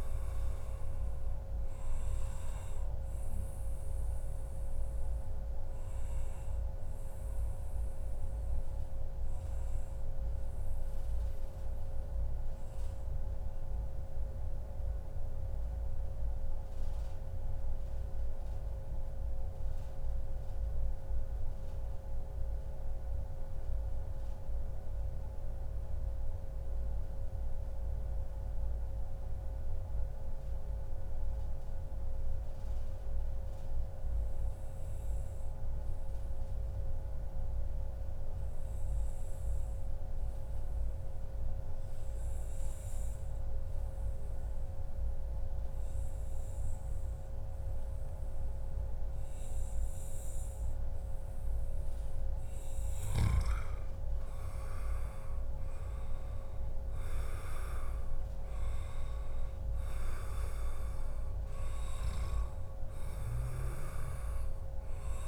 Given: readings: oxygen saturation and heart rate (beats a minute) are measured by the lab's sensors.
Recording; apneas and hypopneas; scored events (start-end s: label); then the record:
breathing in sleep, hard to hear, by a room microphone; 1
0.00-17.50 s: oxygen desaturation (device-marked, oxygen 91% lowest, heart rate 96 extreme)
2.50-52.00 s: obstructive apnea (oxygen 97% before, 91% lowest, heart rate 115 before, 88 extreme, up 25 after)
40.50-42.50 s: long interval between heartbeats (device-marked, heart rate 105 before, 96 extreme)
54.50-57.50 s: arousal
54.50-63.50 s: oxygen desaturation (device-marked, oxygen 96% before, 93% lowest, heart rate 104 before, 92 extreme)
61.00-63.00 s: long interval between heartbeats (device-marked, heart rate 106 before, 115 extreme)
From the record:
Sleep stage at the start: N2 (light sleep); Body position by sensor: on the back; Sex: male